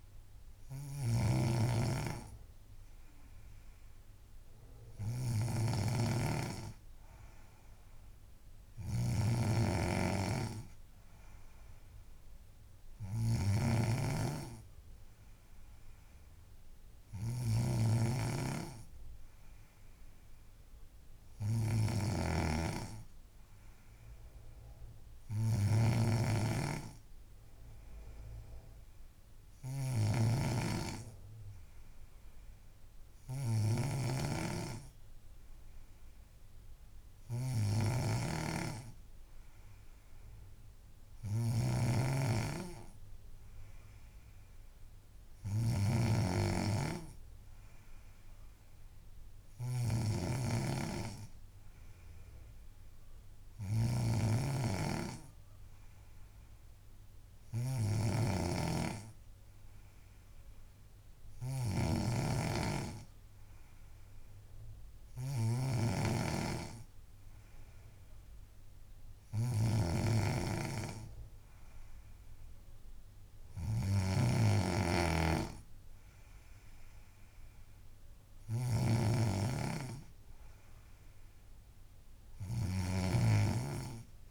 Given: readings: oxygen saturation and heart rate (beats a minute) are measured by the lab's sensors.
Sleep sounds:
breathing in sleep by a room microphone; none
0.00-84.31 s: snoring (device-marked)
From the record:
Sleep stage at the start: N3 (deep sleep); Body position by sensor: on the back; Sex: female

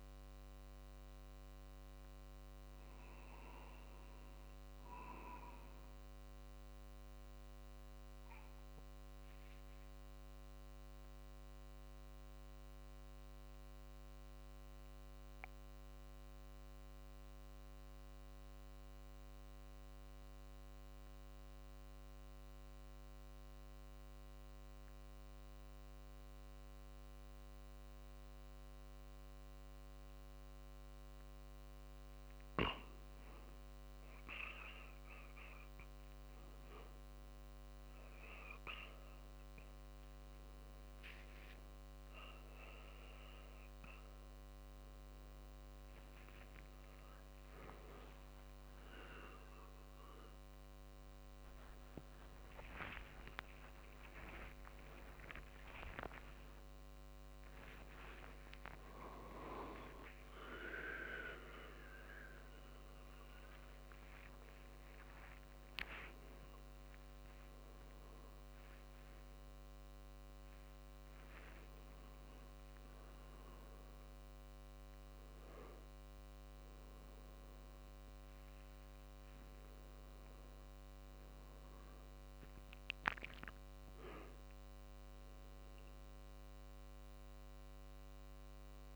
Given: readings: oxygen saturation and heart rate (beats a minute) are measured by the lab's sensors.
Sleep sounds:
a person partly awake in a sleep study, by a microphone on the trachea; 1
0.00-2.00 s: arousal
7.50-30.00 s: obstructive apnea (oxygen 95% before, 93% lowest, heart rate 48 before, 47 extreme, up 5 after)
36.50-46.50 s: drop in pulse transit time (device-marked, heart rate 48 before, 52 extreme)
48.00-50.00 s: long interval between heartbeats (device-marked, heart rate 50 before, 67 extreme)
51.00-53.00 s: long interval between heartbeats (device-marked, heart rate 54 before, 79 extreme)
51.50-53.50 s: tachycardia (device-marked, heart rate 49 before, 88 extreme)
55.00-57.00 s: long interval between heartbeats (device-marked, heart rate 61 before, 101 extreme)
57.50-74.50 s: drop in pulse transit time (device-marked, heart rate 69 before, 56 extreme)
57.50-87.50 s: new sleep stage, awake
60.50-62.50 s: long interval between heartbeats (device-marked, heart rate 73 before, 64 extreme)
66.00-68.00 s: long interval between heartbeats (device-marked, heart rate 77 before, 66 extreme)
82.50-88.96 s: oxygen desaturation (device-marked, oxygen 97% before, 94% lowest, heart rate 61 before, 49 extreme)
87.50-88.96 s: new sleep stage, N1 (lightest sleep)
From the record:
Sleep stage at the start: N2 (light sleep); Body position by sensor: on the right side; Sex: male

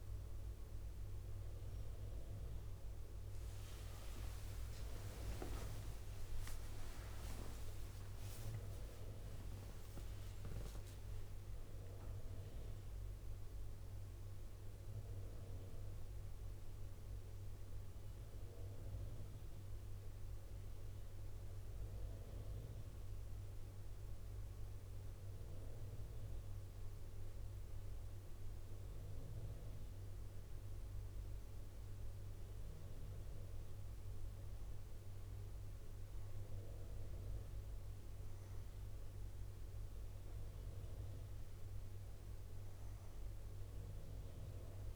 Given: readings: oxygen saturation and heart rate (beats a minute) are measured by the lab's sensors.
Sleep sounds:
a person awake in a sleep study, hard to hear, by a room microphone; none
11.00-23.00 s: drop in pulse transit time (device-marked, heart rate 76 before, 74 extreme)
29.50-31.00 s: leg movement (device-marked)
30.00-44.96 s: new sleep stage, N2 (light sleep)
From the record:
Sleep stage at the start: awake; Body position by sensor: on the back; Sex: female

